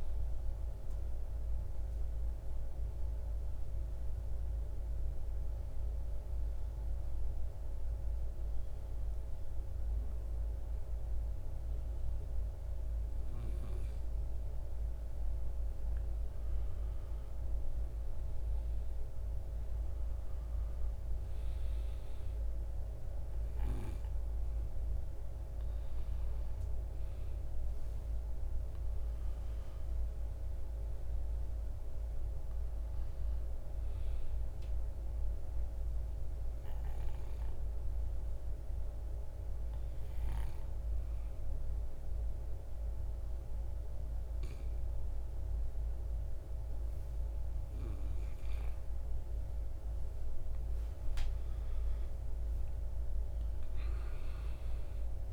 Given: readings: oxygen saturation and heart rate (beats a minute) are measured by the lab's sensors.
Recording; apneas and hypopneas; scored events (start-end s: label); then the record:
breathing in sleep, hard to hear, by a room microphone; 2
0.00-9.50 s: oxygen desaturation (device-marked, oxygen 88% lowest, heart rate 58 extreme)
4.00-15.50 s: obstructive apnea (oxygen 97% before, 87% lowest, heart rate 64 before, 58 extreme, up 6 after)
17.00-20.50 s: arousal
22.50-38.50 s: oxygen desaturation (device-marked, oxygen 96% before, 87% lowest, heart rate 60 before, 58 extreme)
35.00-49.00 s: hypopnea (oxygen 96% before, 88% lowest, heart rate 64 before, 56 extreme, up 11 after)
52.50-55.33 s: arousal
From the record:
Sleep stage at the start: N2 (light sleep); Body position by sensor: on the back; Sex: male